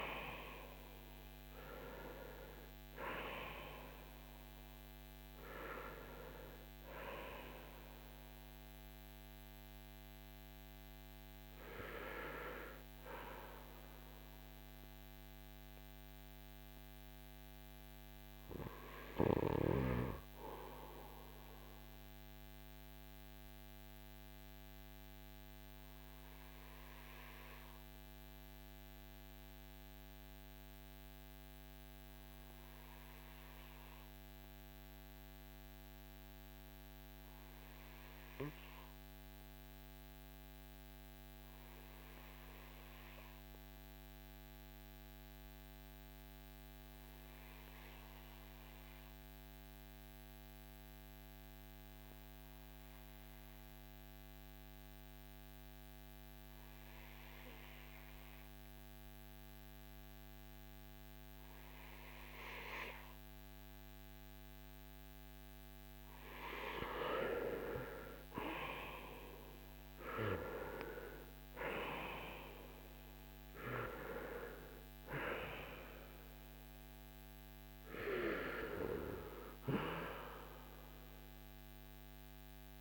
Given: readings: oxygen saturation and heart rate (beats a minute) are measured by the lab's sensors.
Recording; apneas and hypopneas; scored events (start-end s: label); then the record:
breathing in sleep by a microphone on the trachea; 1
0.00-39.00 s: oxygen desaturation (device-marked, oxygen 75% lowest, heart rate 44 extreme)
20.50-67.00 s: mixed apnea (oxygen 86% before, 75% lowest, heart rate 65 before, 45 extreme, up 12 after)
56.00-82.81 s: oxygen desaturation (device-marked, oxygen 96% before, 79% lowest, heart rate 54 before, 43 extreme)
68.50-73.50 s: arousal
From the record:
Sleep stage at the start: REM sleep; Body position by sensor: on the back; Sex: male